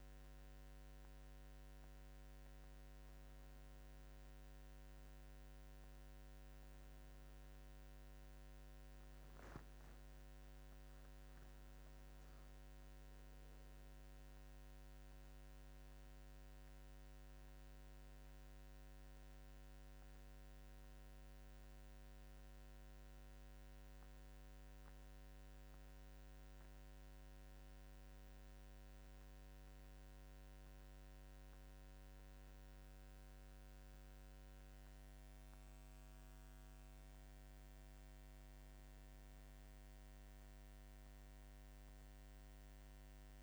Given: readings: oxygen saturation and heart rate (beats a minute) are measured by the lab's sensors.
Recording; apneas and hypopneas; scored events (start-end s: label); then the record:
breathing in sleep, hard to hear, by a microphone on the trachea; 1
11.50-43.43 s: new sleep stage, N2 (light sleep)
12.00-16.50 s: arousal
22.00-37.50 s: hypopnea (oxygen 96% before, 91% lowest, heart rate 76 before, 70 extreme, up 5 after)
40.00-42.50 s: arousal
From the record:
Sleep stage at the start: N1 (lightest sleep); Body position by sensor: on the back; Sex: male